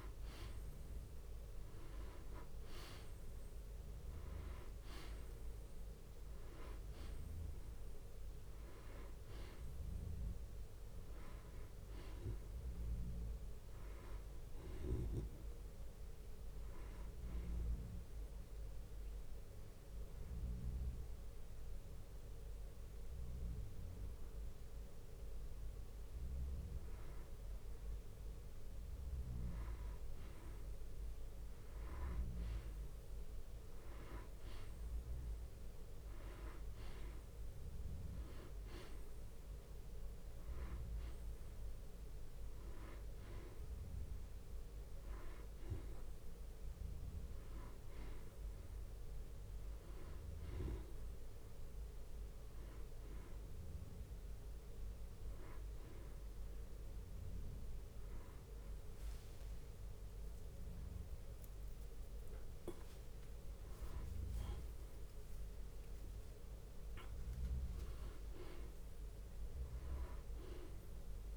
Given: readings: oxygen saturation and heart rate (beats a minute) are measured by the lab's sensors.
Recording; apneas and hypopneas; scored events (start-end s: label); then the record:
breathing in sleep by a room microphone; 1
0.00-1.50 s: arousal
0.00-6.00 s: bradycardia (device-marked, heart rate 57 extreme)
8.00-18.00 s: bradycardia (device-marked, heart rate 62 before, 50 extreme)
17.00-27.50 s: obstructive apnea (oxygen 95% before, 94% lowest, heart rate 58 before, 55 extreme, up 6 after)
25.00-32.00 s: bradycardia (device-marked, heart rate 61 before, 55 extreme)
30.00-33.50 s: arousal
34.00-43.00 s: drop in pulse transit time (device-marked, heart rate 57 before, 57 extreme)
38.00-68.00 s: new sleep stage, N1 (lightest sleep)
42.00-49.00 s: bradycardia (device-marked, heart rate 61 before, 57 extreme)
53.00-55.00 s: bradycardia (device-marked, heart rate 61 before, 65 extreme)
54.00-62.00 s: drop in pulse transit time (device-marked, heart rate 63 before, 58 extreme)
59.00-61.00 s: long interval between heartbeats (device-marked, heart rate 62 before, 85 extreme)
60.00-64.50 s: arousal
62.00-64.00 s: long interval between heartbeats (device-marked, heart rate 65 before, 83 extreme)
68.00-71.37 s: new sleep stage, N2 (light sleep)
70.00-71.37 s: bradycardia (device-marked, heart rate 61 before, 59 extreme)
From the record:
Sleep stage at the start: N2 (light sleep); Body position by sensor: on the back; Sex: male